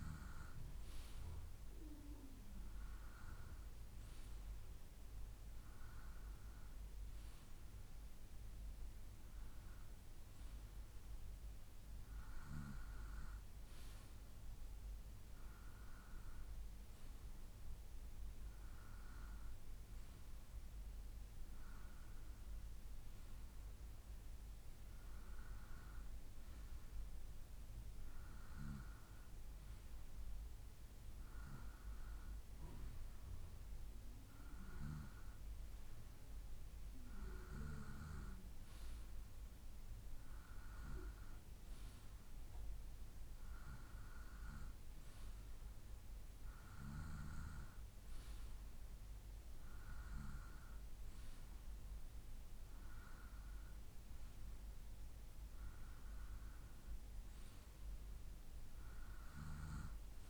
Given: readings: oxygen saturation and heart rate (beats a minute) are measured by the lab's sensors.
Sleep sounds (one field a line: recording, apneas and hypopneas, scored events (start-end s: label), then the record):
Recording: breathing in sleep by a room microphone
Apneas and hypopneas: none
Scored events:
none scored
From the record:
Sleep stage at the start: N2 (light sleep)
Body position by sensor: on the right side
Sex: male